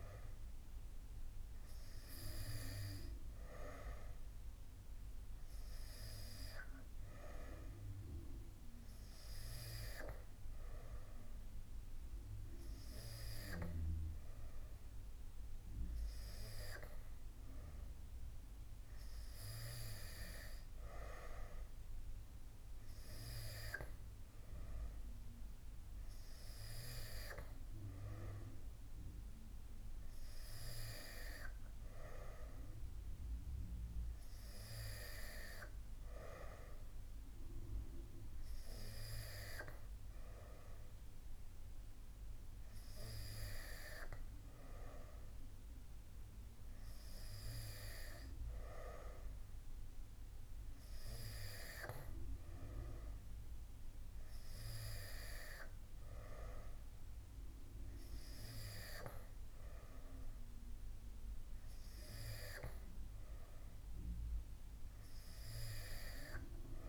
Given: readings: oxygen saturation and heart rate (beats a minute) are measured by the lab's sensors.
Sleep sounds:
breathing in sleep by a room microphone; none
none scored
From the record:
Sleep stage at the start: N2 (light sleep); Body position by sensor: on the back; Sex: male

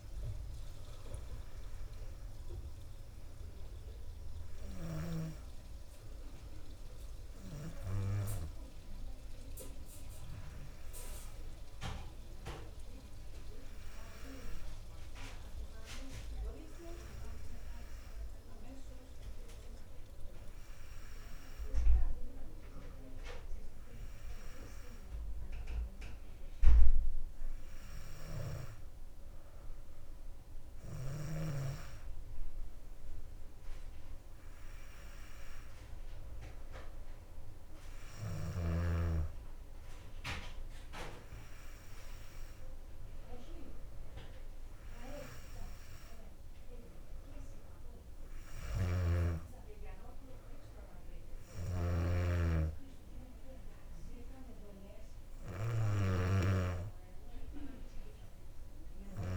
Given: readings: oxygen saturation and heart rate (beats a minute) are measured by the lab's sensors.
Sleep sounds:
breathing in sleep by a room microphone; none
49.00-59.37 s: snoring (device-marked)
From the record:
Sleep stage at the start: N2 (light sleep); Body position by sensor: on the back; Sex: female

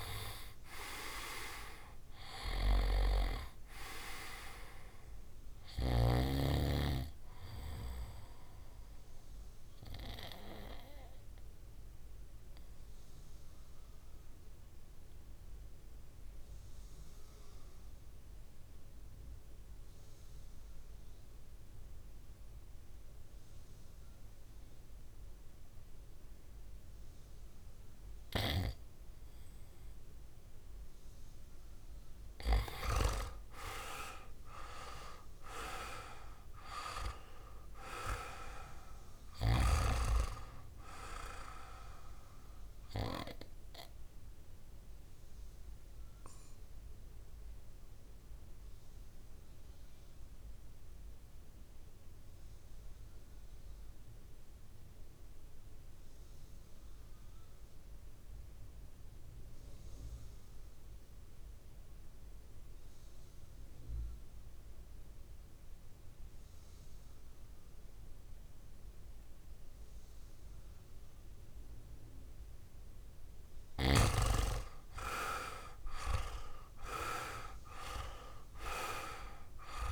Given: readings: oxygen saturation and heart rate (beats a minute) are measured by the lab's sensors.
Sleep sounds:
breathing in sleep by a room microphone; 2
0.00-16.00 s: oxygen desaturation (device-marked, oxygen 91% lowest, heart rate 55 extreme)
10.00-32.00 s: obstructive apnea (oxygen 97% before, 88% lowest, heart rate 61 before, 54 extreme, up 3 after)
30.00-54.00 s: oxygen desaturation (device-marked, oxygen 98% before, 91% lowest, heart rate 58 before, 54 extreme)
33.50-37.00 s: arousal
44.50-72.50 s: obstructive apnea (oxygen 98% before, 88% lowest, heart rate 61 before, 53 extreme, up 8 after)
69.00-79.92 s: oxygen desaturation (device-marked, oxygen 99% before, 88% lowest, heart rate 57 before, 53 extreme)
74.00-77.50 s: arousal
From the record:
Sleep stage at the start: N2 (light sleep); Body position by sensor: on the back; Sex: male

